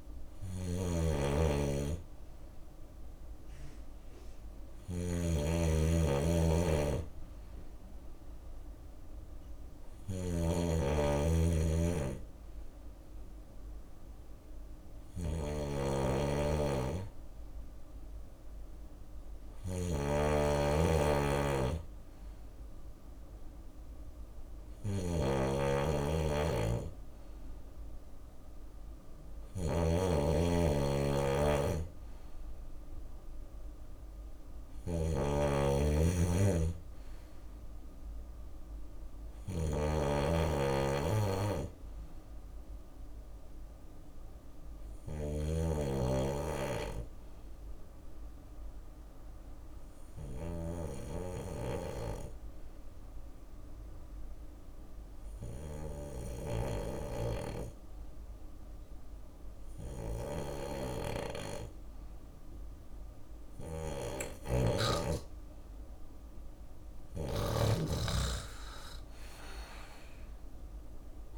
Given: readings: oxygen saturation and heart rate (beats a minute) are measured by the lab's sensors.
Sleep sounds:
breathing in sleep by a room microphone; 1
0.00-56.00 s: snoring (device-marked)
38.50-42.00 s: arousal
44.50-63.00 s: obstructive apnea (oxygen 96% before, 93% lowest, heart rate 66 before, 62 extreme, up 6 after)
62.50-71.37 s: snoring (device-marked)
64.00-71.37 s: drop in pulse transit time (device-marked, heart rate 63 before, 63 extreme)
66.50-70.50 s: arousal
From the record:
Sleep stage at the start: N2 (light sleep); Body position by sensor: on the left side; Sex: male

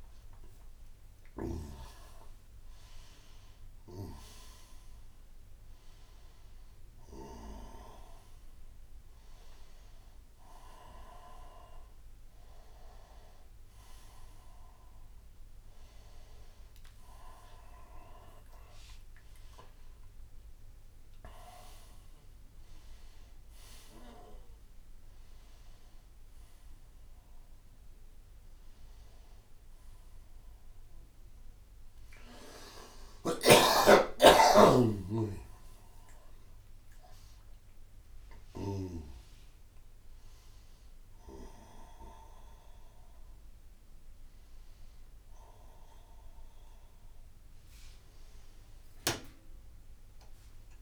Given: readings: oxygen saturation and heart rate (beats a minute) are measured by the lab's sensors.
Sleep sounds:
a person awake in a sleep study, by a room microphone; none
0.00-1.50 s: snoring (device-marked)
1.00-16.00 s: tachycardia (device-marked, heart rate 92 before, 121 extreme)
38.00-50.82 s: tachycardia (device-marked, heart rate 94 before, 115 extreme)
From the record:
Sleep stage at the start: awake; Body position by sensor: upright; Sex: male

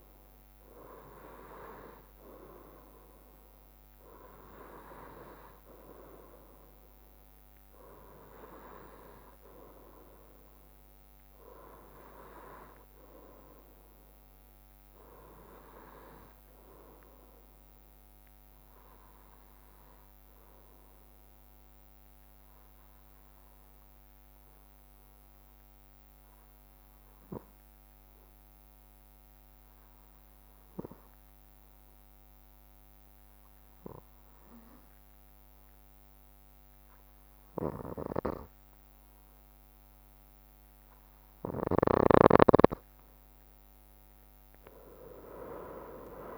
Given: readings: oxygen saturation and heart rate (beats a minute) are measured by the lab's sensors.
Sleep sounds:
breathing in sleep by a microphone on the trachea; 1
20.50-41.50 s: obstructive apnea (oxygen 96% before, 93% lowest, heart rate 62 before, 62 extreme)
44.50-46.37 s: drop in pulse transit time (device-marked, heart rate 65 before, 62 extreme)
From the record:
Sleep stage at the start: N2 (light sleep); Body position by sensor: on the right side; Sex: male

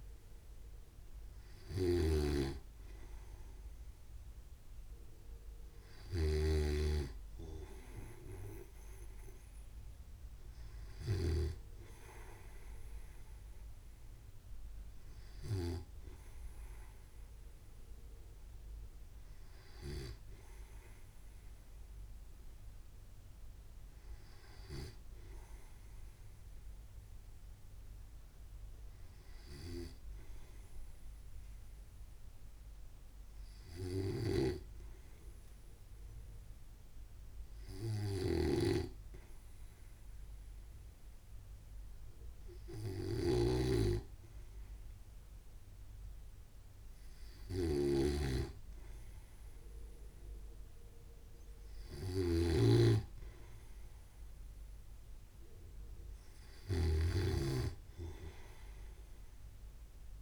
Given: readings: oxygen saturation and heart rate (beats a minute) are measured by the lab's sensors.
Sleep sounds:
breathing in sleep by a room microphone; 1
0.00-16.50 s: snoring (device-marked)
33.00-48.00 s: hypopnea (oxygen 96% before, 93% lowest, heart rate 65 before, 63 extreme, up 0 after)
39.00-58.00 s: snoring (device-marked)
55.00-58.50 s: arousal
From the record:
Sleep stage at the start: N2 (light sleep); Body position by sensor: on the right side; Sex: male

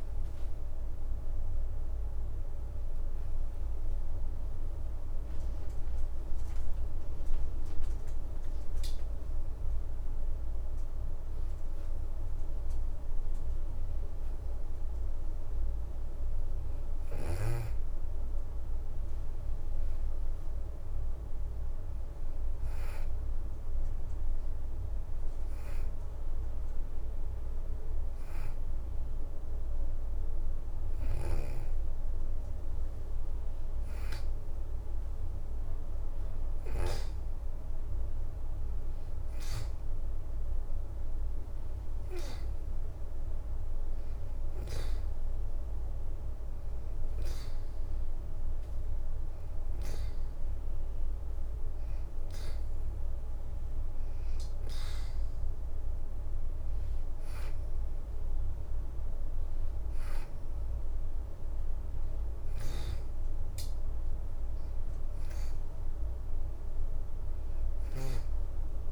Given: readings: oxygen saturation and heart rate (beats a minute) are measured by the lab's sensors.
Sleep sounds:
breathing in sleep, hard to hear, by a room microphone; none
32.00-37.00 s: leg movement (device-marked)
56.00-60.50 s: arousal
58.50-60.50 s: leg movement (device-marked)
64.50-68.92 s: leg movement (device-marked)
From the record:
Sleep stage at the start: N2 (light sleep); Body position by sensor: on the back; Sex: female

